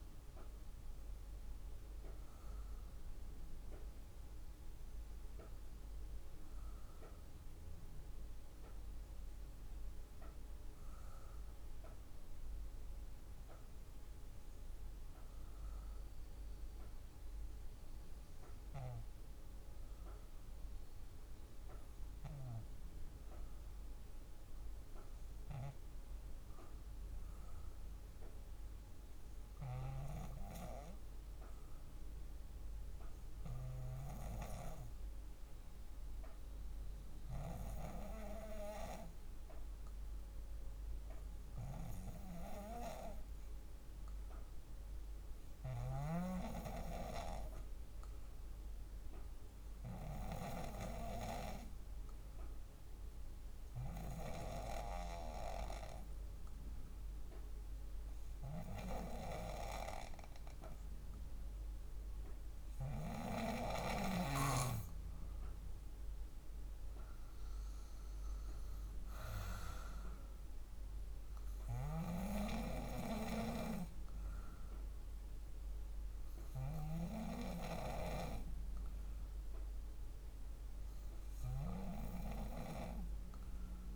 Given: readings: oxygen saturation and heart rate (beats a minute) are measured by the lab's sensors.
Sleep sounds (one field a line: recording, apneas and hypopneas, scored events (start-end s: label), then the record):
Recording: breathing in sleep by a room microphone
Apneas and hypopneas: 1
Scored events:
32.00-60.50 s: hypopnea (oxygen 96% before, 91% lowest, heart rate 52 before, 51 extreme, up 4 after)
62.50-73.50 s: drop in pulse transit time (device-marked, heart rate 52 before, 53 extreme)
63.00-67.50 s: arousal
67.50-83.96 s: oxygen desaturation (device-marked, oxygen 94% before, 91% lowest, heart rate 53 before, 51 extreme)
From the record:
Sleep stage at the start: N2 (light sleep)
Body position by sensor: on the back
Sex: female